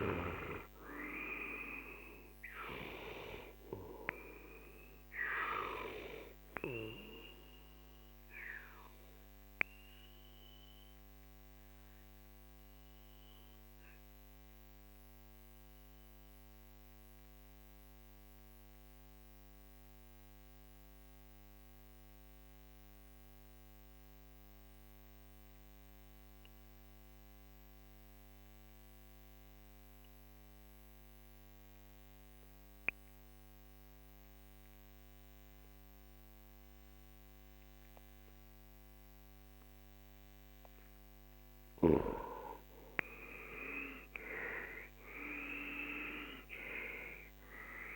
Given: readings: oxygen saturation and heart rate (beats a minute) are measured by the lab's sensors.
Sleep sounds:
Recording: breathing in sleep by a microphone on the trachea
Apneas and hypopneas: 1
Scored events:
0.00-18.50 s: oxygen desaturation (device-marked, oxygen 90% lowest, heart rate 41 extreme)
5.50-42.00 s: obstructive apnea (oxygen 99% before, 89% lowest, heart rate 55 before, 40 extreme, up 13 after)
33.50-47.96 s: oxygen desaturation (device-marked, oxygen 98% before, 89% lowest, heart rate 45 before, 40 extreme)
44.00-47.96 s: arousal
From the record:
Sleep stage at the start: N2 (light sleep)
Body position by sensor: on the left side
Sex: male

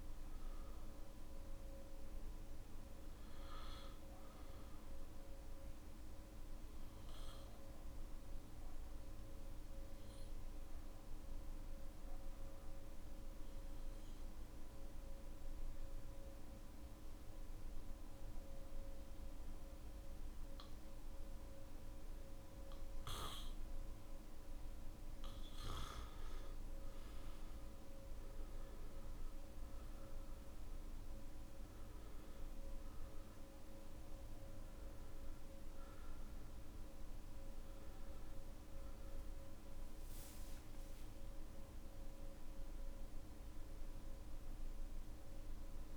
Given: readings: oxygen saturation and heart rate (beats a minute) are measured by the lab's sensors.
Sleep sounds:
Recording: breathing in sleep, hard to hear, by a room microphone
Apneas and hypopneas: 1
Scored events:
0.00-3.50 s: oxygen desaturation (device-marked, oxygen 93% lowest, heart rate 53 extreme)
8.00-24.00 s: obstructive apnea (oxygen 97% before, 89% lowest, heart rate 58 before, 55 extreme, up 10 after)
27.50-45.97 s: oxygen desaturation (device-marked, oxygen 98% before, 91% lowest, heart rate 57 before, 54 extreme)
From the record:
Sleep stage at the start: N1 (lightest sleep)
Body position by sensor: on the back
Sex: male

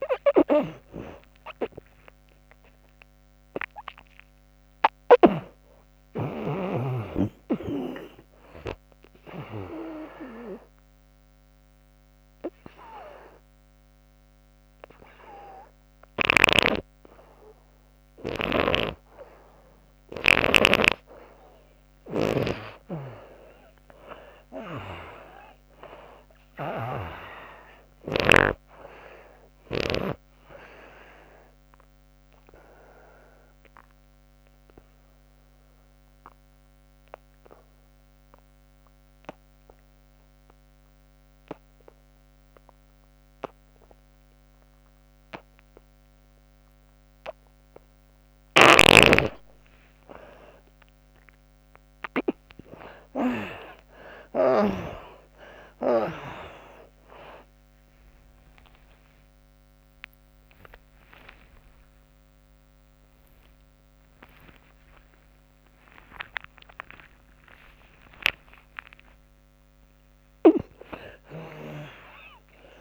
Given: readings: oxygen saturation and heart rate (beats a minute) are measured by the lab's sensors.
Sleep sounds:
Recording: a person partly awake in a sleep study, by a microphone on the trachea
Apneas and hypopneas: 2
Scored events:
0.00-4.00 s: arousal
0.00-6.00 s: snoring (device-marked)
0.00-17.50 s: oxygen desaturation (device-marked, oxygen 78% lowest, heart rate 65 extreme)
9.50-19.50 s: obstructive apnea (oxygen 98% before, 78% lowest, heart rate 79 before, 64 extreme, up 13 after)
18.00-22.00 s: snoring (device-marked)
22.50-27.00 s: arousal
24.00-28.00 s: snoring (device-marked)
25.50-39.50 s: oxygen desaturation (device-marked, oxygen 96% before, 87% lowest, heart rate 83 before, 61 extreme)
31.50-47.50 s: obstructive apnea (oxygen 96% before, 79% lowest, heart rate 80 before, 61 extreme, up 23 after)
40.50-72.81 s: new sleep stage, awake
45.50-72.81 s: oxygen desaturation (device-marked, oxygen 96% before, 79% lowest, heart rate 77 before, 69 extreme)
From the record:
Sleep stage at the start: N2 (light sleep)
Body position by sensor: on the back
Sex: female

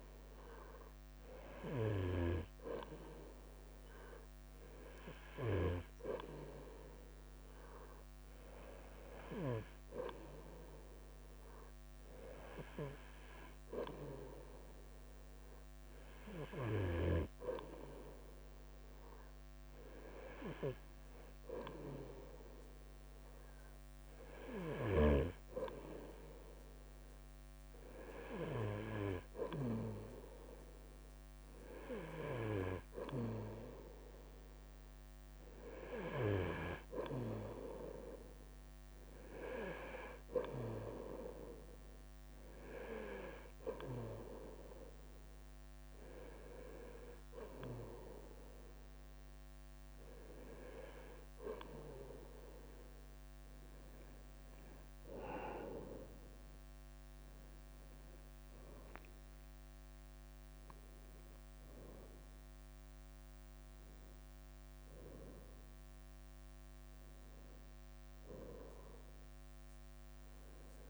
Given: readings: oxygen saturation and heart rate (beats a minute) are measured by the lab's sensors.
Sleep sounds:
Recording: breathing in sleep by a microphone on the trachea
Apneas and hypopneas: none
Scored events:
0.00-70.90 s: bradycardia (device-marked, heart rate 48 extreme)
56.00-60.00 s: arousal
From the record:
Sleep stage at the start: N2 (light sleep)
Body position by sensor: on the right side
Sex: male

